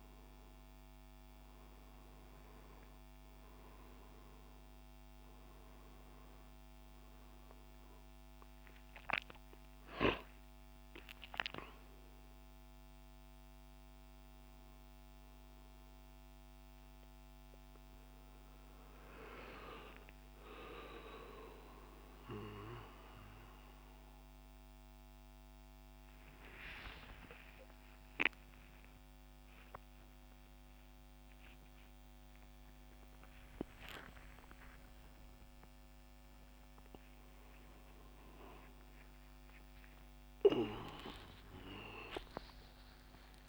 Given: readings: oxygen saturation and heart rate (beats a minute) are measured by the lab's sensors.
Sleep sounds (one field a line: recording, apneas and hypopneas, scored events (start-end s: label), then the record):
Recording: breathing in sleep by a microphone on the trachea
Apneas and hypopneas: none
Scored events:
35.50-43.48 s: new sleep stage, awake
From the record:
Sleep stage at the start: N2 (light sleep)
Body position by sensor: on the right side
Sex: male